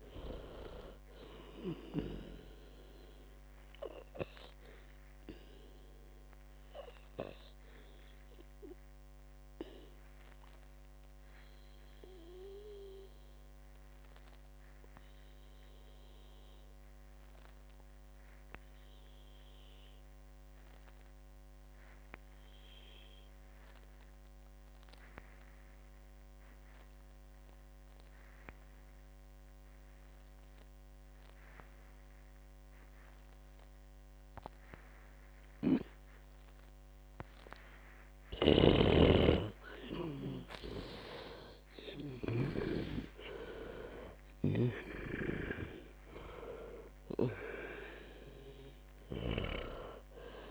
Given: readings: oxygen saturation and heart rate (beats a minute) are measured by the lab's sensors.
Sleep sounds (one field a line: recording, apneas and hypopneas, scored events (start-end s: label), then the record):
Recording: breathing in sleep by a microphone on the trachea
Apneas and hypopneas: 1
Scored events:
0.00-16.50 s: oxygen desaturation (device-marked, oxygen 90% lowest, heart rate 55 extreme)
4.00-38.50 s: obstructive apnea (oxygen 98% before, 89% lowest, heart rate 82 before, 54 extreme, up 45 after)
34.50-50.50 s: oxygen desaturation (device-marked, oxygen 98% before, 89% lowest, heart rate 60 before, 54 extreme)
36.00-43.50 s: snoring (device-marked)
40.50-44.50 s: arousal
45.50-50.00 s: snoring (device-marked)
From the record:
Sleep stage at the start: N2 (light sleep)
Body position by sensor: on the back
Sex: female